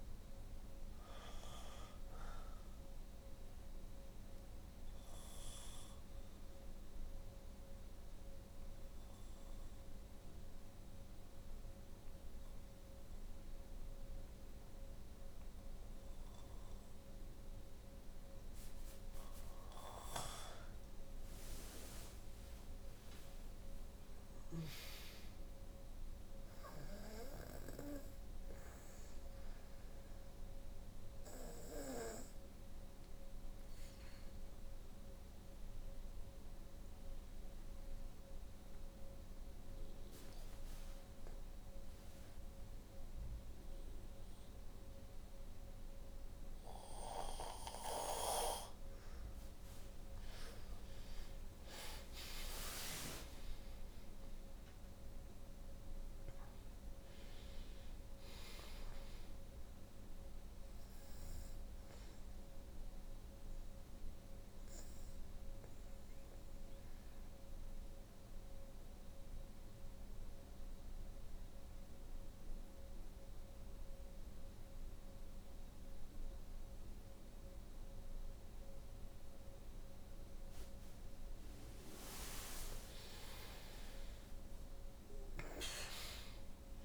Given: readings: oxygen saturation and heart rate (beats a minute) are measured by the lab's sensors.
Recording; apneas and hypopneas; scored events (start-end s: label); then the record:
breathing in sleep by a room microphone; 3
0.00-21.50 s: oxygen desaturation (device-marked, oxygen 82% lowest, heart rate 57 extreme)
1.50-21.00 s: obstructive apnea (oxygen 97% before, 82% lowest, heart rate 83 before, 58 extreme, up 9 after)
22.00-25.50 s: arousal
31.00-48.00 s: obstructive apnea (oxygen 97% before, 84% lowest, heart rate 67 before, 57 extreme, up 10 after)
38.50-49.50 s: oxygen desaturation (device-marked, oxygen 94% before, 87% lowest, heart rate 66 before, 57 extreme)
51.00-55.00 s: arousal
57.50-84.50 s: oxygen desaturation (device-marked, oxygen 93% before, 85% lowest, heart rate 66 before, 57 extreme)
63.00-81.00 s: obstructive apnea (oxygen 94% before, 84% lowest, heart rate 67 before, 58 extreme, up 10 after)
82.50-85.50 s: arousal
From the record:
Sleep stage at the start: N2 (light sleep); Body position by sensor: on the back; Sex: female